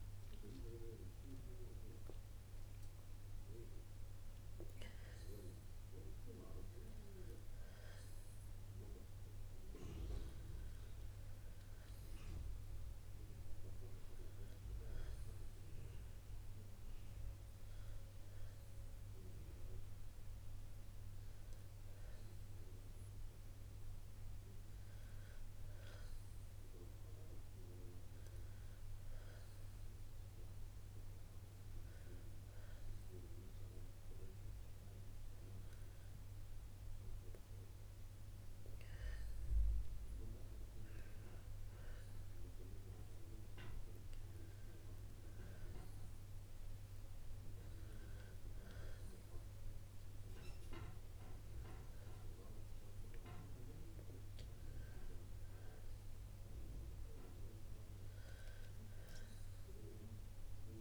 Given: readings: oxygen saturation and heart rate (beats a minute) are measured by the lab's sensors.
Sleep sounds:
breathing in sleep by a room microphone; none
51.00-60.81 s: new sleep stage, N2 (light sleep)
59.00-60.81 s: arousal
From the record:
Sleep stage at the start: N1 (lightest sleep); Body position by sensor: on the back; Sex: female

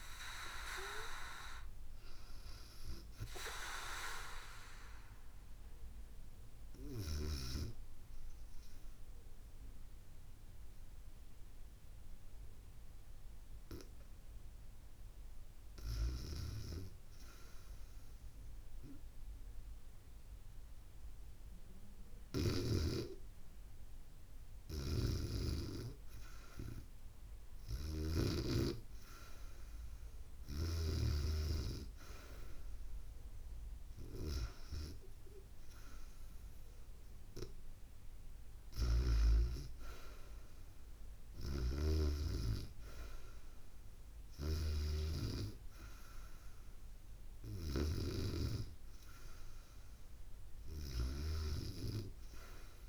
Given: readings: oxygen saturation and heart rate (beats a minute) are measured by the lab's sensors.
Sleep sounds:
breathing in sleep by a room microphone; 1
8.00-25.00 s: hypopnea (oxygen 97% before, 94% lowest, heart rate 73 before, 69 extreme, up 1 after)
24.50-28.00 s: snoring (device-marked)
28.50-32.50 s: arousal
41.00-52.89 s: snoring (device-marked)
From the record:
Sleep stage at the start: REM sleep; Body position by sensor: on the back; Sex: female

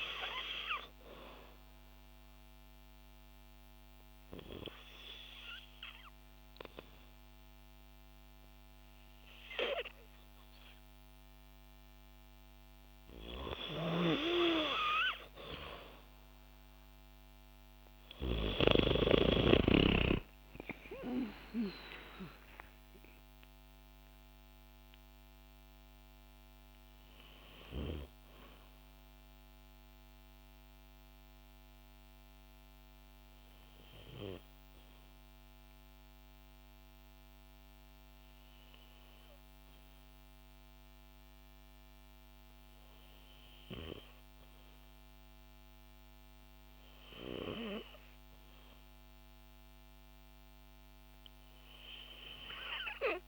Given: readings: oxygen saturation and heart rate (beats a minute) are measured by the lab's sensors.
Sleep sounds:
breathing in sleep by a microphone on the trachea; 1
1.50-12.50 s: hypopnea (oxygen 95% before, 90% lowest, heart rate 58 before, 49 extreme)
19.00-23.50 s: arousal
22.50-41.50 s: oxygen desaturation (device-marked, oxygen 94% before, 90% lowest, heart rate 58 before, 55 extreme)
From the record:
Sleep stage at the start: N2 (light sleep); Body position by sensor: on the back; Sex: female

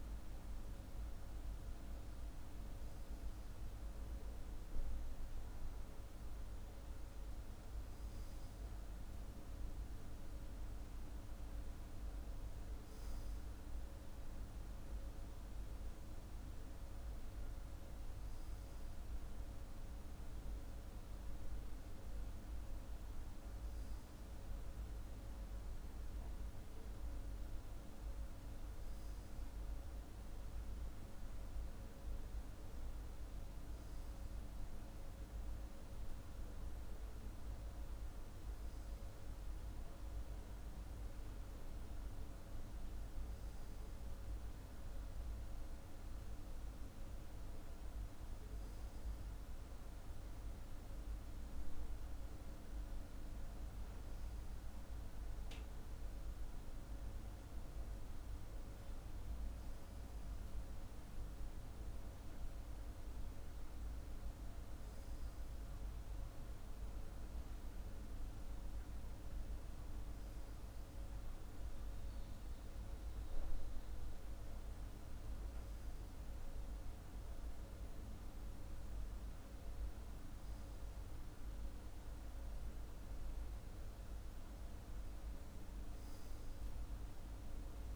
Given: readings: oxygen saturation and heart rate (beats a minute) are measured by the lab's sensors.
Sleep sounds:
breathing in sleep, hard to hear, by a room microphone; none
none scored
From the record:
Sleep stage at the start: N2 (light sleep); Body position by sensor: on the left side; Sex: male

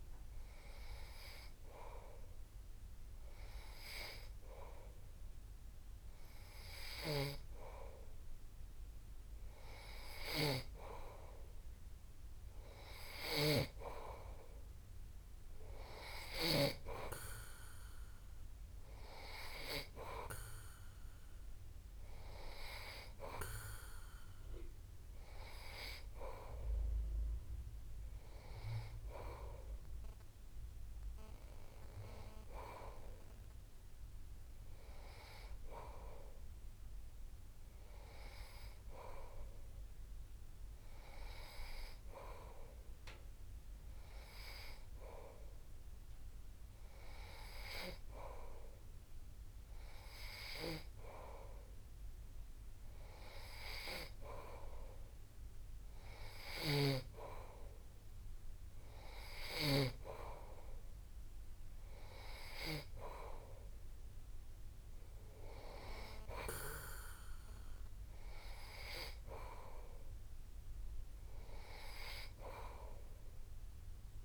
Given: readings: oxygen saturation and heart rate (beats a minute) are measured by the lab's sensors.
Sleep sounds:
breathing in sleep by a room microphone; none
56.50-60.00 s: snoring (device-marked)
From the record:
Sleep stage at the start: N3 (deep sleep); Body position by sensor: on the back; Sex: male

